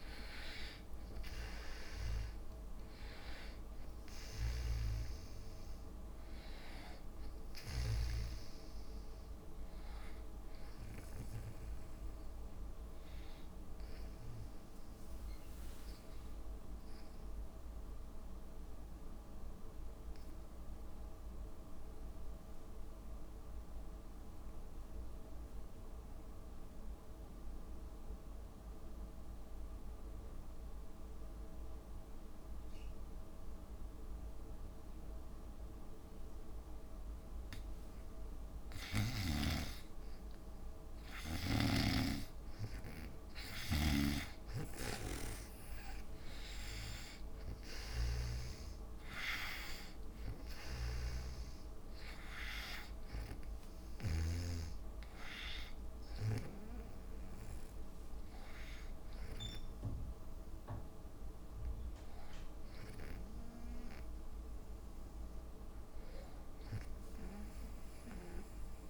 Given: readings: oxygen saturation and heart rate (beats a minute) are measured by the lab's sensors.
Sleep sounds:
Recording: breathing in sleep by a room microphone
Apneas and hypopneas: 1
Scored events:
0.00-1.00 s: long interval between heartbeats (device-marked, heart rate 91 extreme)
0.00-19.00 s: oxygen desaturation (device-marked, oxygen 76% lowest, heart rate 53 extreme)
16.50-37.50 s: obstructive apnea (oxygen 97% before, 85% lowest, heart rate 70 before, 54 extreme, up 6 after)
40.00-66.00 s: oxygen desaturation (device-marked, oxygen 99% before, 85% lowest, heart rate 58 before, 54 extreme)
41.00-46.50 s: arousal
48.00-54.50 s: snoring (device-marked)
From the record:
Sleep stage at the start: N2 (light sleep)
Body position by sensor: on the back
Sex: female

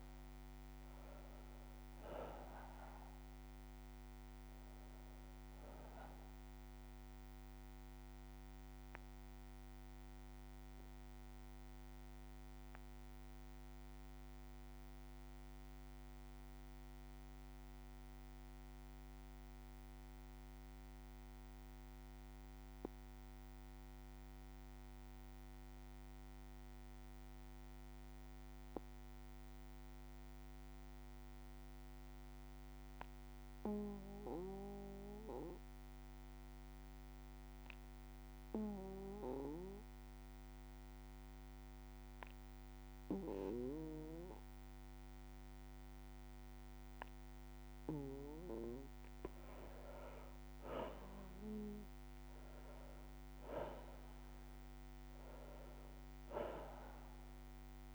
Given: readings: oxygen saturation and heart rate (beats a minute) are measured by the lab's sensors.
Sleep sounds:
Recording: breathing in sleep by a microphone on the trachea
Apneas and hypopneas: 1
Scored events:
0.00-2.00 s: arousal
0.00-25.00 s: oxygen desaturation (device-marked, oxygen 91% lowest, heart rate 55 extreme)
9.00-31.00 s: bradycardia (device-marked, heart rate 59 before, 55 extreme)
11.00-48.00 s: obstructive apnea (oxygen 99% before, 88% lowest, heart rate 61 before, 55 extreme, up 5 after)
38.00-57.94 s: oxygen desaturation (device-marked, oxygen 99% before, 88% lowest, heart rate 57 before, 55 extreme)
40.00-48.00 s: bradycardia (device-marked, heart rate 58 before, 58 extreme)
50.50-54.50 s: arousal
From the record:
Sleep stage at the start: N2 (light sleep)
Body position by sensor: on the back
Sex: male

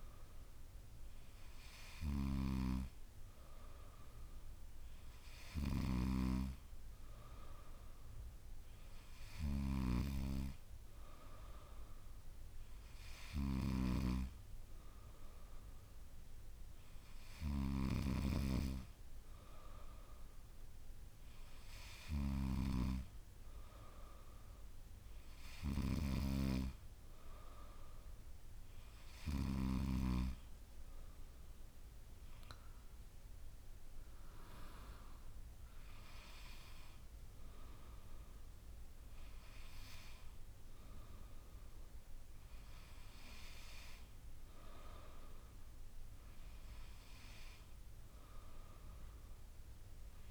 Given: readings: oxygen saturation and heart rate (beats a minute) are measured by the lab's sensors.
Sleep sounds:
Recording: breathing in sleep by a room microphone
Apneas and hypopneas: none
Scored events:
none scored
From the record:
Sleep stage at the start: N2 (light sleep)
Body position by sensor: on the back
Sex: female

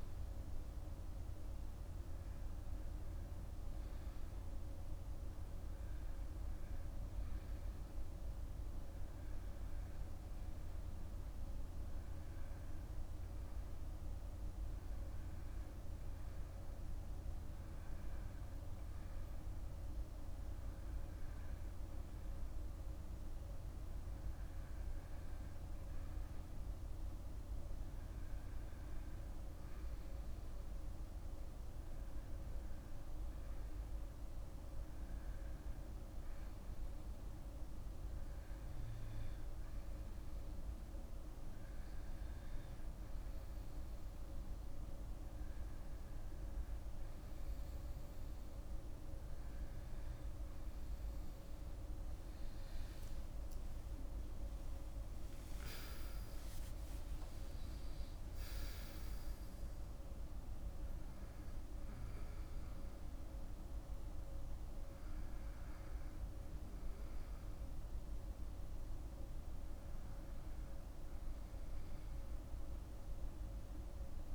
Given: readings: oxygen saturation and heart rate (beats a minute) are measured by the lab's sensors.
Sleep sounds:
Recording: breathing in sleep, hard to hear, by a room microphone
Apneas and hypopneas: 1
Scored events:
9.50-47.00 s: hypopnea (oxygen 95% before, 94% lowest, heart rate 60 before, 52 extreme, up 10 after)
51.00-56.00 s: arousal
61.00-74.35 s: new sleep stage, N2 (light sleep)
From the record:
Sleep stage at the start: REM sleep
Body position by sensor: on the back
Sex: male

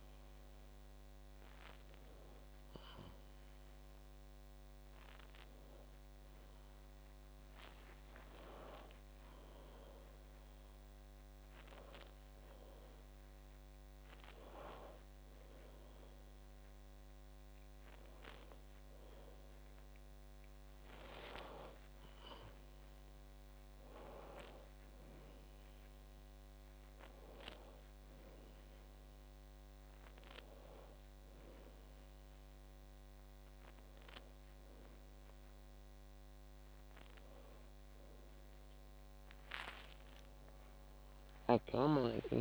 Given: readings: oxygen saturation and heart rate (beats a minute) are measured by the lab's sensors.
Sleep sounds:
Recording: a person awake in a sleep study, by a microphone on the trachea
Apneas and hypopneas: none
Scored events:
0.00-14.00 s: oxygen desaturation (device-marked, oxygen 91% lowest, heart rate 54 extreme)
From the record:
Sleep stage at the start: awake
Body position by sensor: on the back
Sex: female

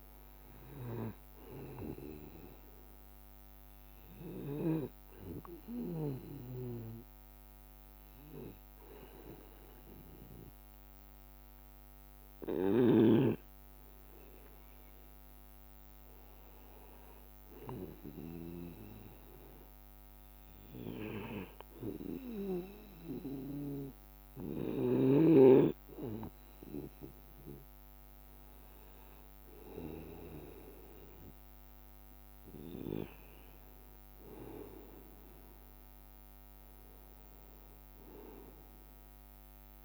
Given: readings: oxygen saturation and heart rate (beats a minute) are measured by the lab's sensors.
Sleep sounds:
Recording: breathing in sleep by a microphone on the trachea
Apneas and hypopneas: 1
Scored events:
1.00-15.00 s: oxygen desaturation (device-marked, oxygen 98% before, 92% lowest, heart rate 67 before, 65 extreme)
5.00-18.50 s: hypopnea (oxygen 98% before, 91% lowest, heart rate 67 before, 65 extreme, up 0 after)
5.50-8.50 s: leg movement (device-marked)
20.00-24.50 s: arousal
24.00-26.00 s: leg movement (device-marked)
From the record:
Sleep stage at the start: N2 (light sleep)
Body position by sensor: on the right side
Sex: male

